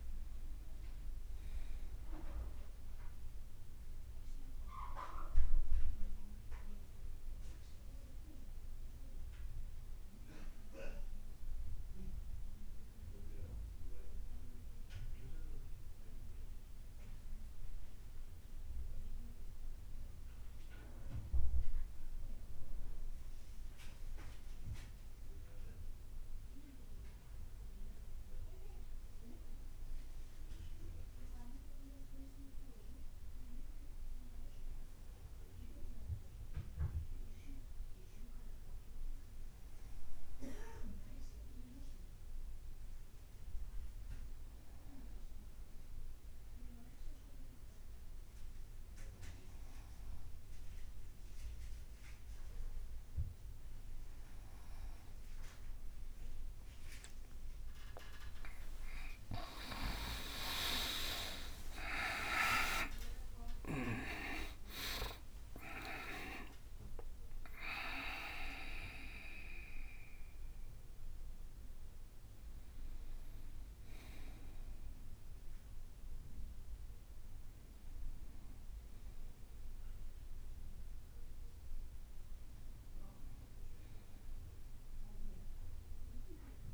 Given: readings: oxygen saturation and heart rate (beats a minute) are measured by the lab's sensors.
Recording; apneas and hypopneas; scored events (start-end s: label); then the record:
breathing in sleep by a room microphone; 1
34.50-53.00 s: hypopnea (oxygen 99% before, 93% lowest, heart rate 63 before, 64 extreme, up 12 after)
58.00-62.50 s: arousal
60.00-64.00 s: tachycardia (device-marked, heart rate 65 before, 104 extreme)
62.00-64.00 s: long interval between heartbeats (device-marked, heart rate 67 before, 92 extreme)
67.50-69.00 s: leg movement (device-marked)
From the record:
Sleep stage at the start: N1 (lightest sleep); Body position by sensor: on the back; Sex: male